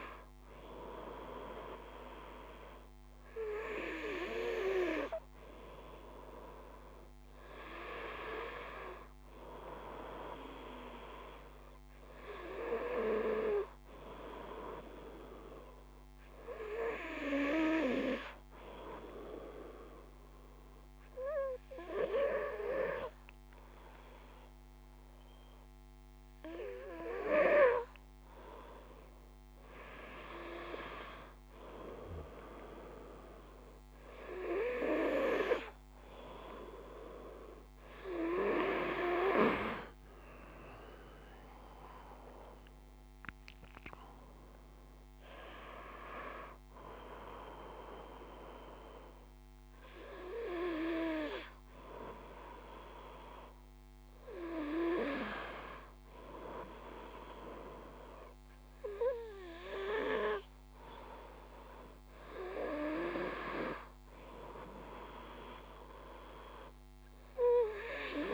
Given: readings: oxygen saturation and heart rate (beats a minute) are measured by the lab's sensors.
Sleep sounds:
breathing in sleep by a microphone on the trachea; 1
10.50-14.50 s: arousal
17.50-28.00 s: obstructive apnea (oxygen 98% before, 96% lowest, heart rate 56 before, 52 extreme, up 4 after)
31.50-35.00 s: arousal
From the record:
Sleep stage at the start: N2 (light sleep); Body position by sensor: on the back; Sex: male

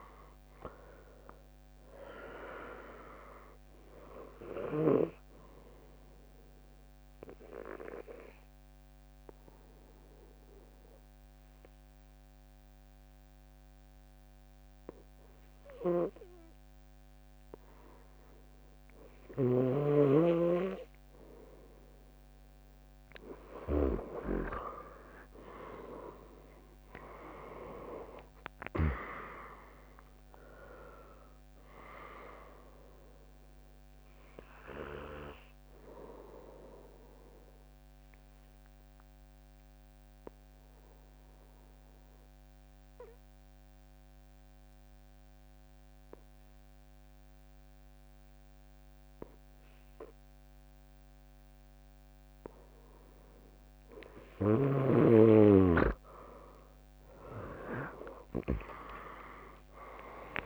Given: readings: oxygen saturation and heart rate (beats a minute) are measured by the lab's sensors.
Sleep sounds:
breathing in sleep by a microphone on the trachea; 2
0.00-1.50 s: arousal
0.00-15.50 s: drop in pulse transit time (device-marked, heart rate 63 extreme)
6.50-18.50 s: obstructive apnea (oxygen 99% before, 96% lowest, heart rate 67 before, 59 extreme)
25.00-29.50 s: arousal
28.50-43.50 s: drop in pulse transit time (device-marked, heart rate 77 before, 70 extreme)
37.50-52.50 s: obstructive apnea (oxygen 99% before, 96% lowest, heart rate 75 before, 58 extreme, up 9 after)
From the record:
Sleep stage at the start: N2 (light sleep); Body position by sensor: on the right side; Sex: female

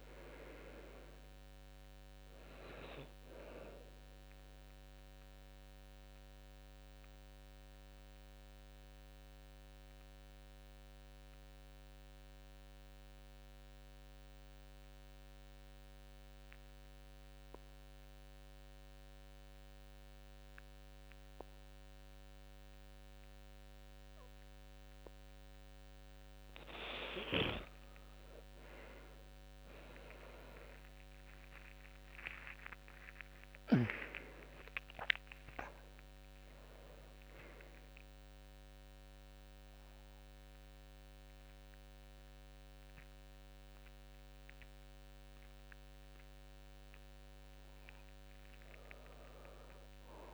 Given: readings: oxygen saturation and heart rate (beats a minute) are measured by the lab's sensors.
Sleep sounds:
breathing in sleep by a microphone on the trachea; 1
0.00-25.50 s: oxygen desaturation (device-marked, oxygen 88% lowest, heart rate 28 extreme)
5.50-25.50 s: mixed apnea (oxygen 97% before, 88% lowest, heart rate 58 before, 28 extreme, up 0 after)
28.50-33.00 s: arousal
From the record:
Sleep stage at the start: N2 (light sleep); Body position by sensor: on the back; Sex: male

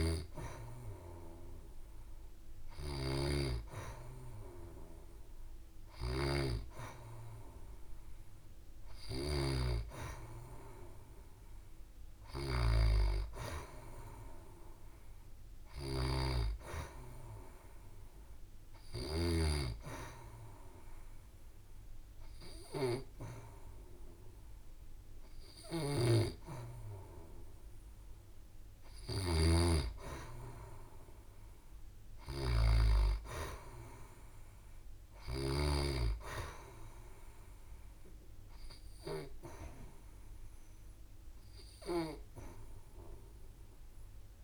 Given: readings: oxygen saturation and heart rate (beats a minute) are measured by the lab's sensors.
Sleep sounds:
breathing in sleep by a room microphone; 1
13.00-16.00 s: arousal
19.50-30.00 s: obstructive apnea (oxygen 92% before, 90% lowest, heart rate 70 before, 68 extreme, up 5 after)
32.00-35.50 s: arousal
38.00-44.44 s: oxygen desaturation (device-marked, oxygen 93% before, 90% lowest, heart rate 70 before, 67 extreme)
From the record:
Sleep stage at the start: N2 (light sleep); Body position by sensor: on the back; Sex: female

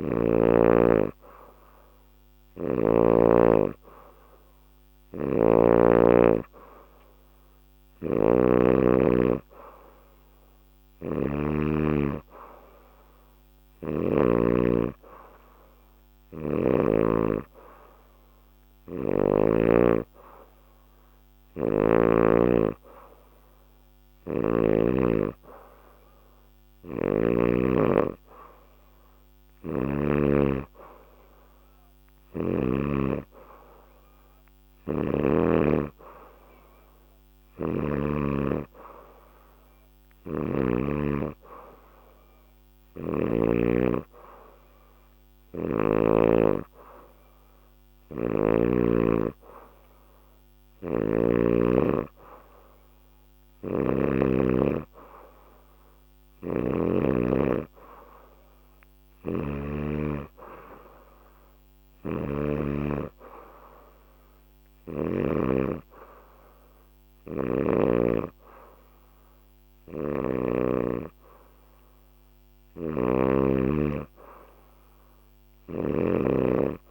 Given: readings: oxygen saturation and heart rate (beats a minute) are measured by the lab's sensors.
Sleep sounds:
breathing in sleep by a microphone on the trachea; none
4.50-14.00 s: snoring (device-marked)
21.00-24.50 s: snoring (device-marked)
29.00-32.50 s: snoring (device-marked)
37.00-40.50 s: snoring (device-marked)
47.50-51.00 s: snoring (device-marked)
53.00-59.50 s: snoring (device-marked)
61.50-65.00 s: snoring (device-marked)
69.50-76.00 s: snoring (device-marked)
From the record:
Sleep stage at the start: N2 (light sleep); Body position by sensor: on the back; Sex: female

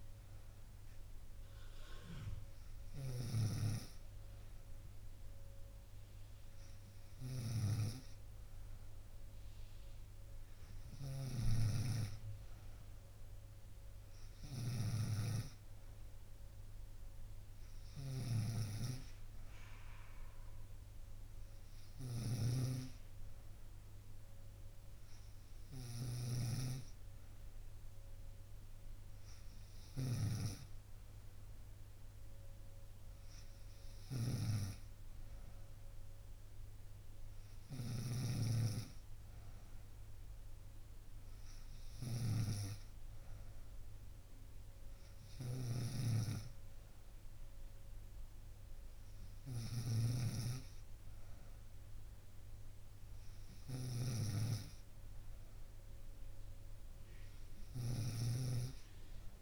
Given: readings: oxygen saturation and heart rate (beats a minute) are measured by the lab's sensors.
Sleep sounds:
breathing in sleep by a room microphone; none
0.00-59.42 s: snoring (device-marked)
From the record:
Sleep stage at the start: N2 (light sleep); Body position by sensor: on the right side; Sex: female

